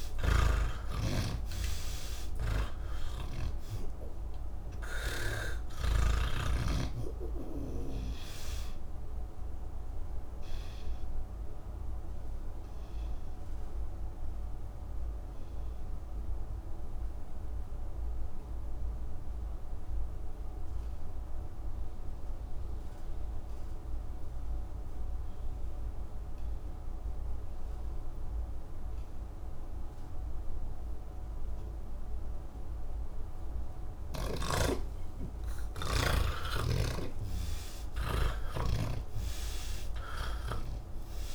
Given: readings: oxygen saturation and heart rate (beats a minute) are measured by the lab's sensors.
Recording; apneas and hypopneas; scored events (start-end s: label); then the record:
breathing in sleep by a room microphone; 1
0.00-4.50 s: oxygen desaturation (device-marked, oxygen 84% lowest, heart rate 135 extreme)
3.00-6.50 s: snoring (device-marked)
6.50-24.50 s: oxygen desaturation (device-marked, oxygen 92% before, 78% lowest)
9.00-32.50 s: obstructive apnea (oxygen 100% before, 78% lowest)
31.50-41.35 s: oxygen desaturation (device-marked, oxygen 99% before, 79% lowest, heart rate 153 before, 135 extreme)
36.50-41.35 s: snoring (device-marked)
From the record:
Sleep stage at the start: N3 (deep sleep); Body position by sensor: on the back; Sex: male